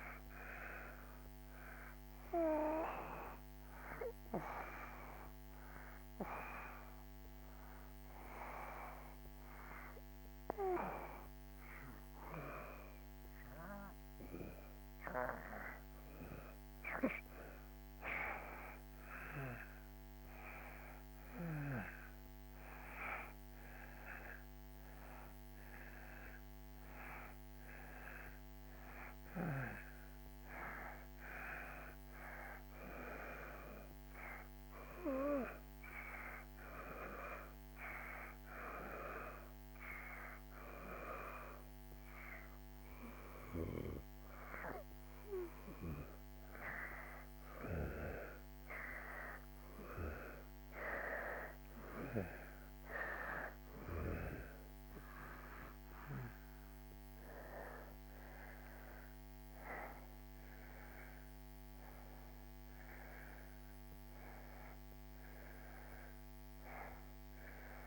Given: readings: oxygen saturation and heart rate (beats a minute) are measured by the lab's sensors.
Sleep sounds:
breathing in sleep by a microphone on the trachea; 2
0.00-12.00 s: oxygen desaturation (device-marked, oxygen 89% lowest)
3.00-18.00 s: obstructive apnea (oxygen 93% before, 85% lowest)
20.50-24.00 s: arousal
28.00-52.00 s: oxygen desaturation (device-marked, oxygen 91% before, 85% lowest)
34.00-52.00 s: hypopnea (oxygen 91% before, 85% lowest)
54.00-58.00 s: arousal
62.00-67.87 s: oxygen desaturation (device-marked, oxygen 94% before, 88% lowest)
From the record:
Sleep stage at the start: N2 (light sleep); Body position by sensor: on the back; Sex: male

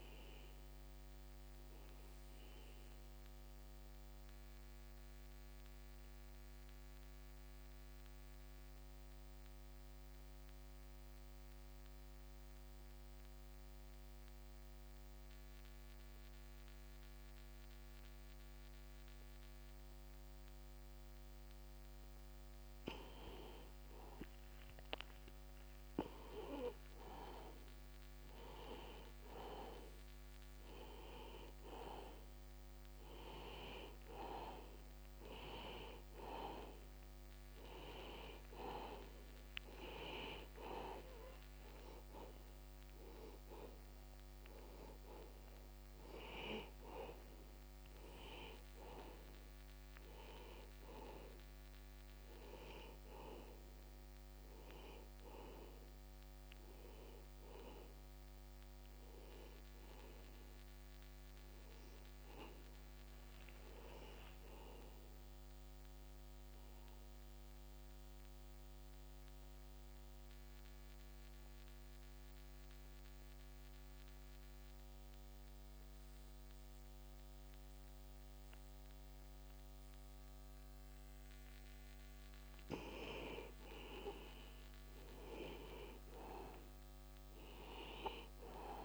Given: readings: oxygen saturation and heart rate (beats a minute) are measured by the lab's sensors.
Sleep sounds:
breathing in sleep by a microphone on the trachea; 2
0.00-12.00 s: oxygen desaturation (device-marked, oxygen 85% lowest, heart rate 35 extreme)
1.00-22.50 s: mixed apnea (oxygen 96% before, 87% lowest, heart rate 54 before, 35 extreme, up 26 after)
24.50-29.00 s: arousal
30.00-67.00 s: oxygen desaturation (device-marked, oxygen 97% before, 87% lowest)
60.00-64.00 s: arousal
66.50-83.50 s: mixed apnea (oxygen 96% before, 86% lowest)
From the record:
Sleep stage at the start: N2 (light sleep); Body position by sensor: on the back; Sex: male

